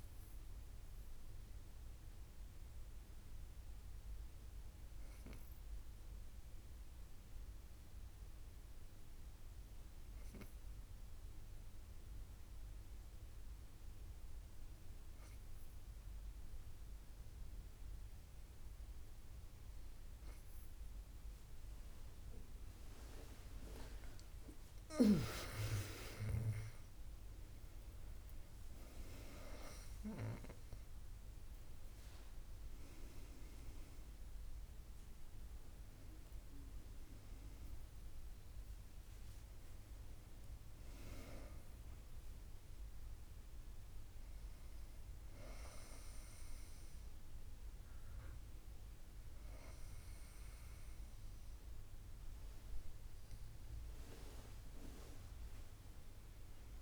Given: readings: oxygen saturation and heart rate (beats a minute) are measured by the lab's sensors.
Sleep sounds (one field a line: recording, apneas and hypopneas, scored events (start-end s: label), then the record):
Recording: breathing in sleep by a room microphone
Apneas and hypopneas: 2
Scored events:
1.50-18.50 s: obstructive apnea (oxygen 98% before, 97% lowest, heart rate 64 before, 60 extreme, up 38 after)
23.50-26.50 s: arousal
42.50-52.50 s: hypopnea (oxygen 98% before, 97% lowest, heart rate 83 before, 58 extreme, up 9 after)
54.50-56.82 s: arousal
From the record:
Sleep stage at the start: N2 (light sleep)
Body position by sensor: on the back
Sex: female